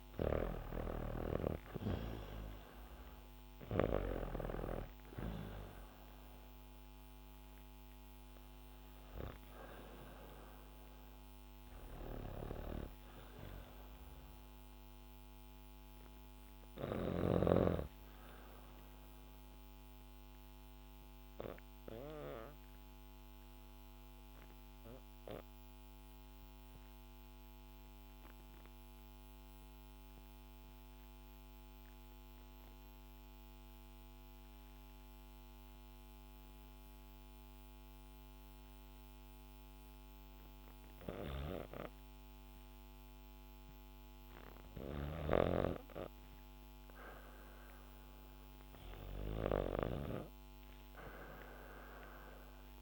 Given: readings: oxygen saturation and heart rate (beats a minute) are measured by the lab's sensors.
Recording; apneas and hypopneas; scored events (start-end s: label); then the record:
breathing in sleep by a microphone on the trachea; 1
0.00-1.50 s: arousal
0.00-3.50 s: snoring (device-marked)
0.00-23.00 s: oxygen desaturation (device-marked, oxygen 86% lowest, heart rate 58 extreme)
18.00-43.00 s: obstructive apnea (oxygen 97% before, 87% lowest, heart rate 73 before, 58 extreme, up 5 after)
36.00-38.00 s: bradycardia (device-marked, heart rate 72 before, 60 extreme)
38.00-52.82 s: oxygen desaturation (device-marked, oxygen 100% before, 88% lowest, heart rate 72 before, 60 extreme)
40.50-52.82 s: snoring (device-marked)
46.00-50.00 s: arousal
From the record:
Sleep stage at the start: REM sleep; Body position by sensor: on the back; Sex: female